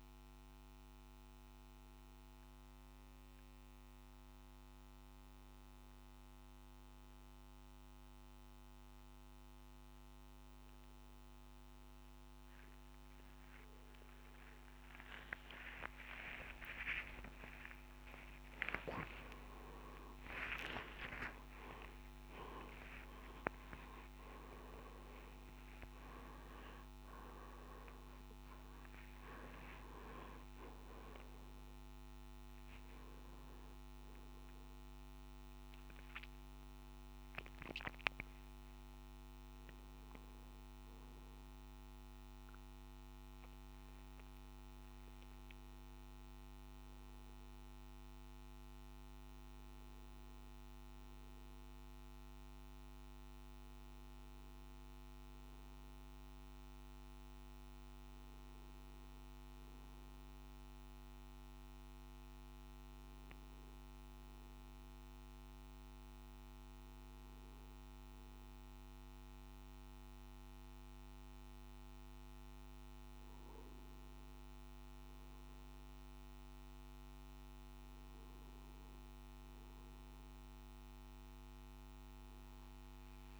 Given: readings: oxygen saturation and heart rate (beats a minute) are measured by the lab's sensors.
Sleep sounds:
breathing in sleep by a microphone on the trachea; none
16.50-18.50 s: long interval between heartbeats (device-marked, heart rate 65 before, 85 extreme)
17.00-19.00 s: tachycardia (device-marked, heart rate 59 before, 98 extreme)
18.50-20.50 s: long interval between heartbeats (device-marked, heart rate 67 before, 98 extreme)
From the record:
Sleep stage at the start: N1 (lightest sleep); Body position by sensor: on the back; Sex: male

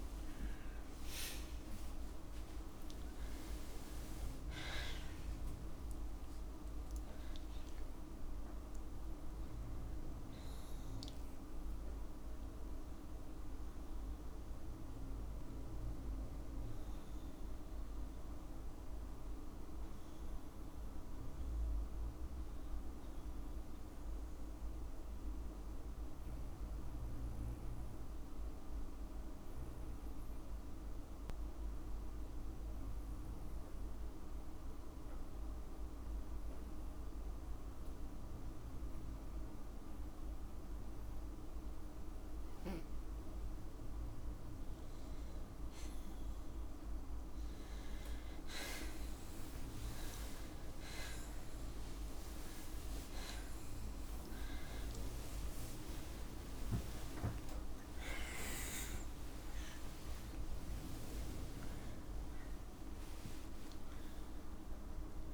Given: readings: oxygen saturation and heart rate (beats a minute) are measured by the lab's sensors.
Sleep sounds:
breathing in sleep, hard to hear, by a room microphone; 1
0.00-2.00 s: tachycardia (device-marked, heart rate 123 extreme)
0.50-2.50 s: long interval between heartbeats (device-marked, heart rate 60 before, 112 extreme)
25.00-40.50 s: obstructive apnea (oxygen 99% before, 95% lowest, heart rate 61 before, 52 extreme, up 14 after)
48.50-50.50 s: long interval between heartbeats (device-marked, heart rate 54 before, 66 extreme)
53.00-55.00 s: long interval between heartbeats (device-marked, heart rate 58 before, 87 extreme)
53.00-65.34 s: new sleep stage, awake
54.00-65.34 s: tachycardia (device-marked, heart rate 58 before, 130 extreme)
57.50-59.50 s: long interval between heartbeats (device-marked, heart rate 64 before, 104 extreme)
61.00-63.00 s: long interval between heartbeats (device-marked, heart rate 75 before, 128 extreme)
63.00-65.00 s: long interval between heartbeats (device-marked, heart rate 83 before, 128 extreme)
From the record:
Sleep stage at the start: N2 (light sleep); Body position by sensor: on the right side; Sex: female

